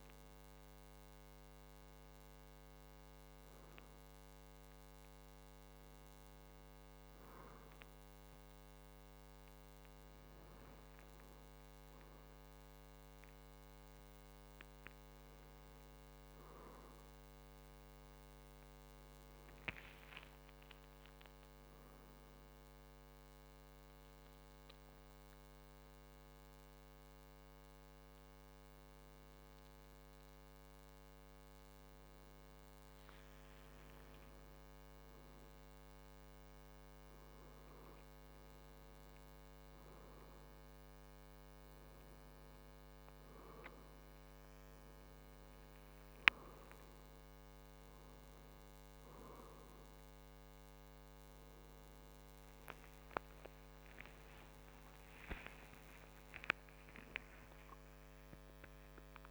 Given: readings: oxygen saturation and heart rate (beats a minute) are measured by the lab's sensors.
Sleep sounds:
a person awake in a sleep study, hard to hear, by a microphone on the trachea; none
20.00-59.31 s: new sleep stage, awake
From the record:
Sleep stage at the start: N1 (lightest sleep); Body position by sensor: on the back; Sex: male

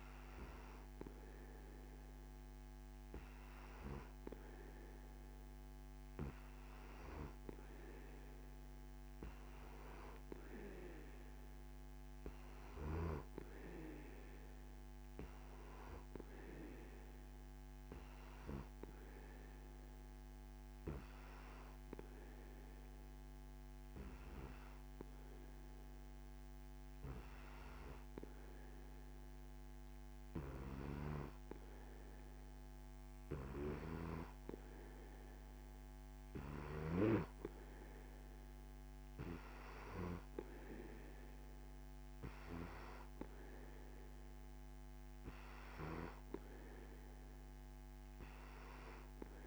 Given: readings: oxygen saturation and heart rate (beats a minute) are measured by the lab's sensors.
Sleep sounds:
breathing in sleep by a microphone on the trachea; none
none scored
From the record:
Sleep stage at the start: N2 (light sleep); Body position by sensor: on the back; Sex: male

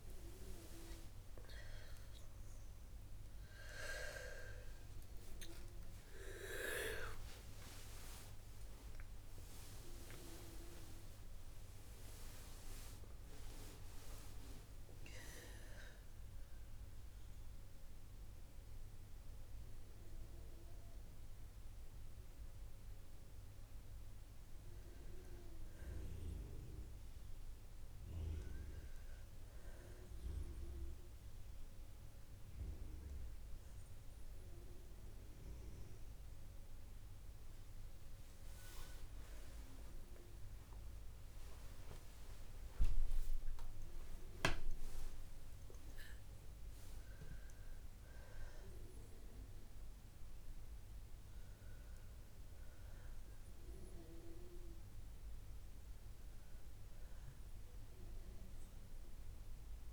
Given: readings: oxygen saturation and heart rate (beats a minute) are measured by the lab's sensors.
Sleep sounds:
breathing in sleep by a room microphone; none
0.00-3.00 s: oxygen desaturation (device-marked, oxygen 92% lowest, heart rate 61 extreme)
3.50-9.00 s: arousal
34.00-43.00 s: oxygen desaturation (device-marked, oxygen 99% before, 93% lowest, heart rate 63 before, 61 extreme)
48.00-59.93 s: oxygen desaturation (device-marked, oxygen 97% before, 92% lowest, heart rate 77 before, 61 extreme)
From the record:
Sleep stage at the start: N2 (light sleep); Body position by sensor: on the back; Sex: female

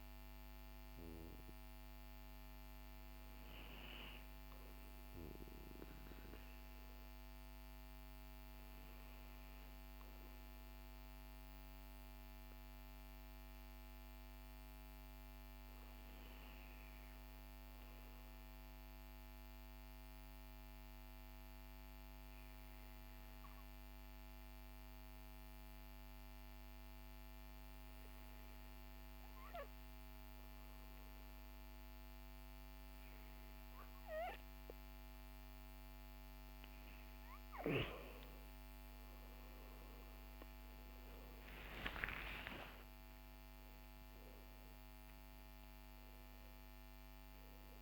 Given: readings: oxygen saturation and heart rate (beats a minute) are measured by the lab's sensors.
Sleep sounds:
breathing in sleep by a microphone on the trachea; 1
11.00-34.50 s: obstructive apnea (oxygen 97% before, 93% lowest, heart rate 48 before, 45 extreme, up 22 after)
34.00-47.00 s: oxygen desaturation (device-marked, oxygen 97% before, 94% lowest, heart rate 51 before, 45 extreme)
40.00-45.50 s: arousal
From the record:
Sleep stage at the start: N2 (light sleep); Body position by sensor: on the back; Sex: male

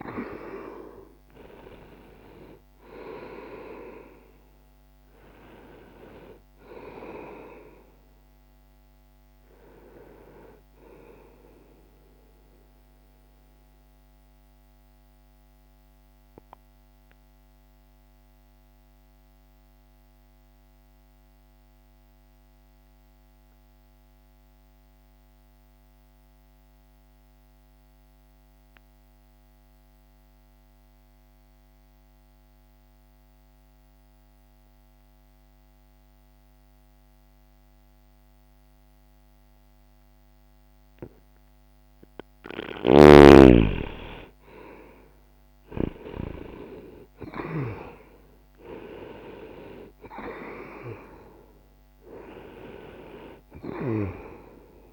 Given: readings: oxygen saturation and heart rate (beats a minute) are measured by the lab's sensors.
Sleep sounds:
breathing in sleep by a microphone on the trachea; 1
5.50-10.50 s: oxygen desaturation (device-marked, oxygen 95% before, 92% lowest, heart rate 64 before, 60 extreme)
12.50-41.00 s: obstructive apnea (oxygen 97% before, 85% lowest, heart rate 64 before, 59 extreme, up 0 after)
21.50-35.50 s: oxygen desaturation (device-marked, oxygen 93% before, 85% lowest, heart rate 61 before, 59 extreme)
43.00-47.50 s: arousal
From the record:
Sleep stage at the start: N2 (light sleep); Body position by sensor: on the back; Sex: male

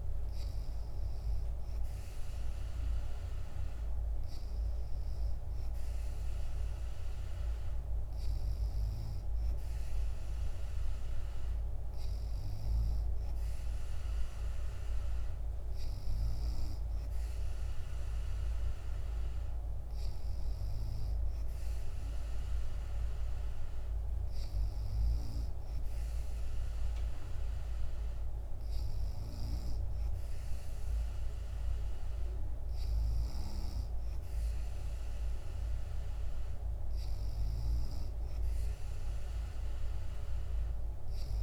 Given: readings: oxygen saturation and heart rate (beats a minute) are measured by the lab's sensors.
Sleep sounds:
breathing in sleep, hard to hear, by a room microphone; none
none scored
From the record:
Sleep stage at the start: N2 (light sleep); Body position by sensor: on the back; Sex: female

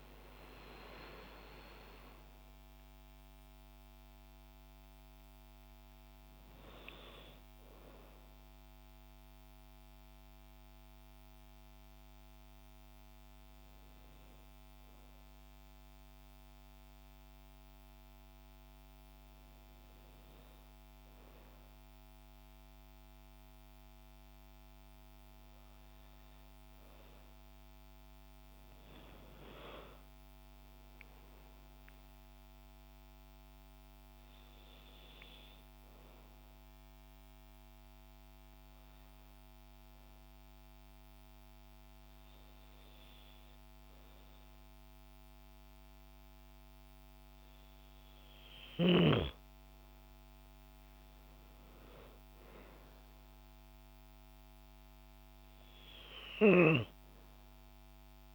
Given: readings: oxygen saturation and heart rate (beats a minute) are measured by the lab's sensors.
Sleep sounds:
breathing in sleep by a microphone on the trachea; 1
0.00-24.00 s: oxygen desaturation (device-marked, oxygen 89% lowest, heart rate 39 extreme)
29.00-32.00 s: arousal
36.00-48.00 s: hypopnea (oxygen 98% before, 93% lowest, heart rate 79 before, 63 extreme)
49.50-53.00 s: arousal
From the record:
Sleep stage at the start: N2 (light sleep); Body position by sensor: on the back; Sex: female

